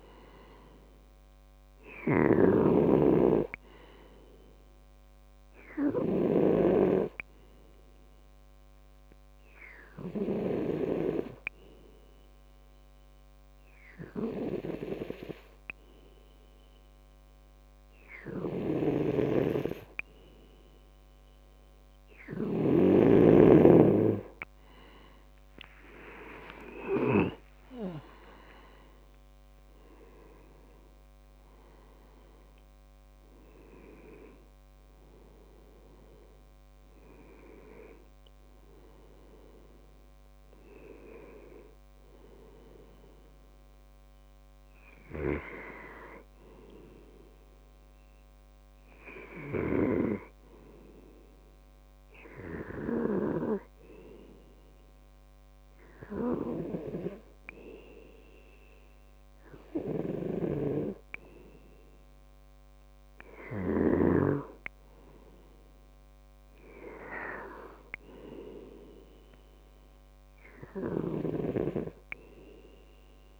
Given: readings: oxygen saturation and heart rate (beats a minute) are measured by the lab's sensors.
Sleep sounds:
breathing in sleep by a microphone on the trachea; 1
0.00-1.00 s: arousal
9.00-21.00 s: hypopnea (oxygen 97% before, 94% lowest, heart rate 69 before, 66 extreme, up 14 after)
22.50-27.50 s: snoring (device-marked)
26.00-28.00 s: long interval between heartbeats (device-marked, heart rate 67 before, 77 extreme)
26.00-30.00 s: arousal
60.00-64.50 s: snoring (device-marked)
69.00-72.50 s: arousal
71.00-73.40 s: snoring (device-marked)
From the record:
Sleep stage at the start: N2 (light sleep); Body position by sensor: on the left side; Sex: male

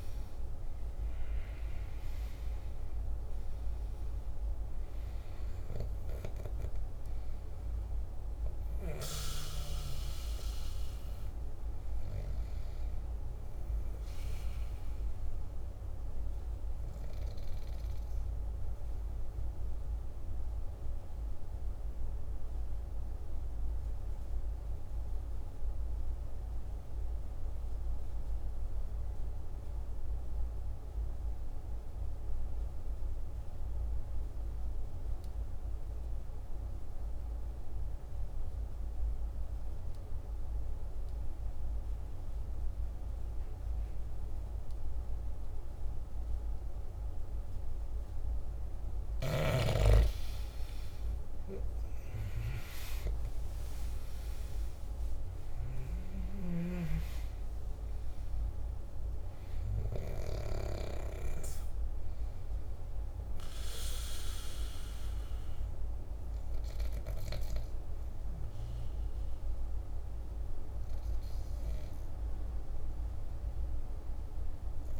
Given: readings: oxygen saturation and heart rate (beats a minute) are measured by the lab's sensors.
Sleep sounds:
breathing in sleep by a room microphone; 1
0.00-25.00 s: oxygen desaturation (device-marked, oxygen 85% lowest, heart rate 48 extreme)
19.00-47.50 s: obstructive apnea (oxygen 96% before, 85% lowest, heart rate 55 before, 48 extreme, up 11 after)
43.00-75.00 s: oxygen desaturation (device-marked, oxygen 98% before, 85% lowest, heart rate 50 before, 48 extreme)
49.00-54.00 s: arousal
From the record:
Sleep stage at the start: N2 (light sleep); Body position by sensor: on the back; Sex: male

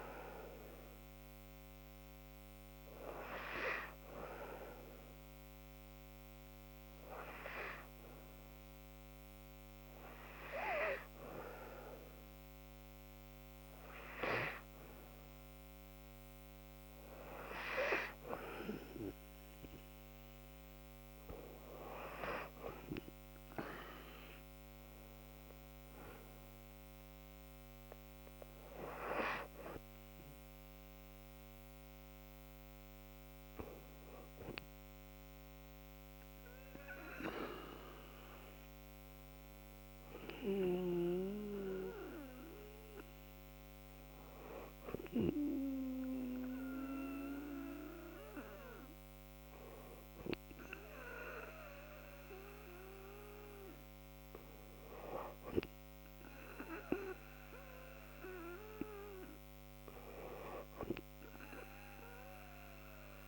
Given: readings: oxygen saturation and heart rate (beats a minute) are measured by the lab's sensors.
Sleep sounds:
breathing in sleep by a microphone on the trachea; 1
1.00-15.50 s: hypopnea (oxygen 97% before, 93% lowest, heart rate 70 before, 69 extreme, up 3 after)
17.50-20.50 s: arousal
18.50-34.50 s: oxygen desaturation (device-marked, oxygen 97% before, 93% lowest, heart rate 71 before, 69 extreme)
From the record:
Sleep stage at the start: N2 (light sleep); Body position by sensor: on the back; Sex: female

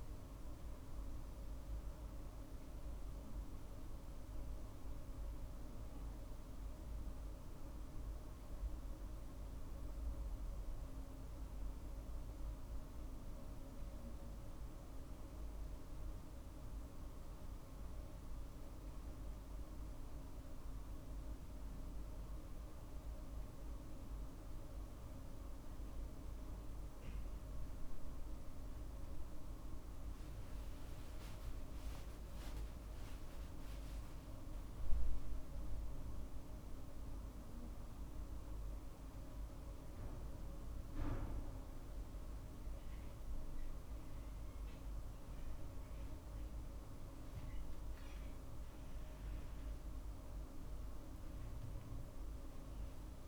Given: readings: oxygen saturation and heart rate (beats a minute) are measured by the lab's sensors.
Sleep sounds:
a person awake in a sleep study, hard to hear, by a room microphone; none
31.00-33.00 s: long interval between heartbeats (device-marked, heart rate 52 before, 60 extreme)
33.50-35.50 s: long interval between heartbeats (device-marked, heart rate 53 before, 70 extreme)
34.50-46.50 s: drop in pulse transit time (device-marked, heart rate 54 before, 53 extreme)
From the record:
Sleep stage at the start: awake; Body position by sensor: on the right side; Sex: male

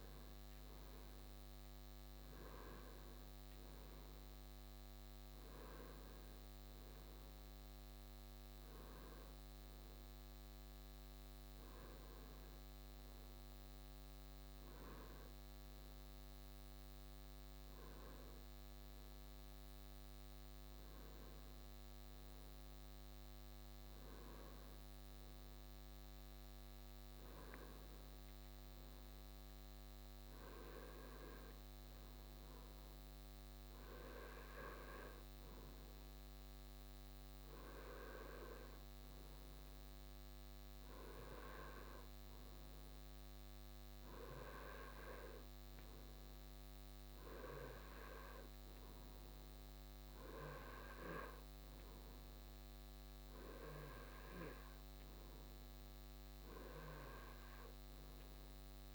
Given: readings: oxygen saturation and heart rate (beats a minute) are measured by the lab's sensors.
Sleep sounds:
breathing in sleep by a microphone on the trachea; none
0.00-3.00 s: arousal
From the record:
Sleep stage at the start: N2 (light sleep); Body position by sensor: on the right side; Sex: male

